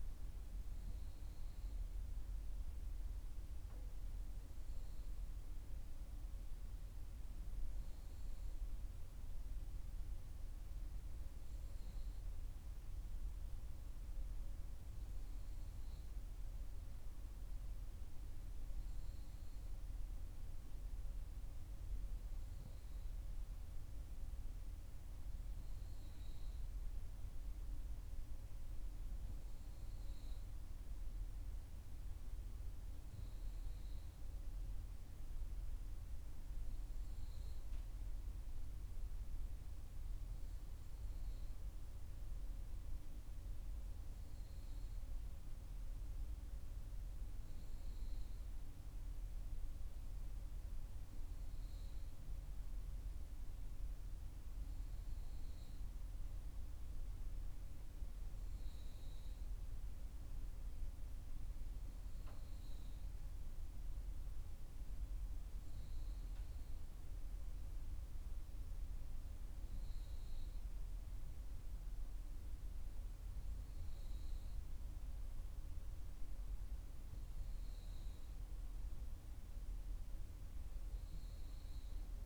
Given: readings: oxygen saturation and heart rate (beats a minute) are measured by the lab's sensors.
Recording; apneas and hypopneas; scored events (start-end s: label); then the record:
breathing in sleep, hard to hear, by a room microphone; none
none scored
From the record:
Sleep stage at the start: N3 (deep sleep); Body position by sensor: on the back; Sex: female